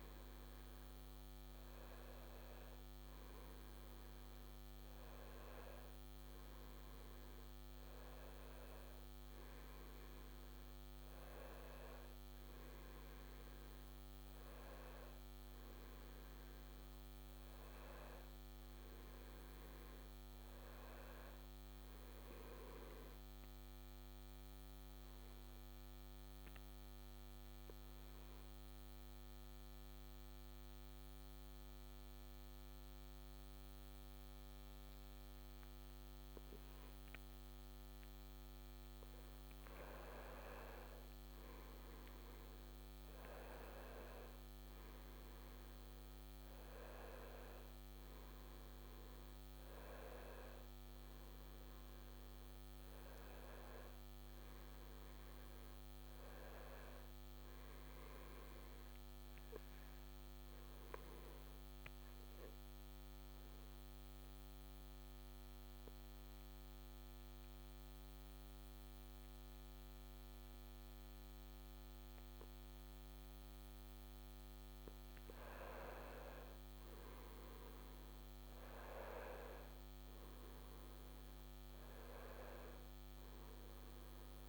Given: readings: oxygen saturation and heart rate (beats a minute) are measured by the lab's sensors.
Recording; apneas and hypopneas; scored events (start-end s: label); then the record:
breathing in sleep by a microphone on the trachea; 2
0.00-1.00 s: arousal
0.00-12.50 s: oxygen desaturation (device-marked, oxygen 92% lowest, heart rate 63 extreme)
22.50-38.50 s: obstructive apnea (oxygen 95% before, 90% lowest, heart rate 71 before, 63 extreme, up 7 after)
41.00-44.50 s: arousal
41.50-64.50 s: oxygen desaturation (device-marked, oxygen 96% before, 90% lowest, heart rate 65 before, 62 extreme)
59.50-73.50 s: obstructive apnea (oxygen 96% before, 90% lowest, heart rate 69 before, 62 extreme, up 8 after)
75.50-79.00 s: arousal
79.50-84.49 s: oxygen desaturation (device-marked, oxygen 96% before, 90% lowest, heart rate 66 before, 66 extreme)
From the record:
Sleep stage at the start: N2 (light sleep); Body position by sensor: on the back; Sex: male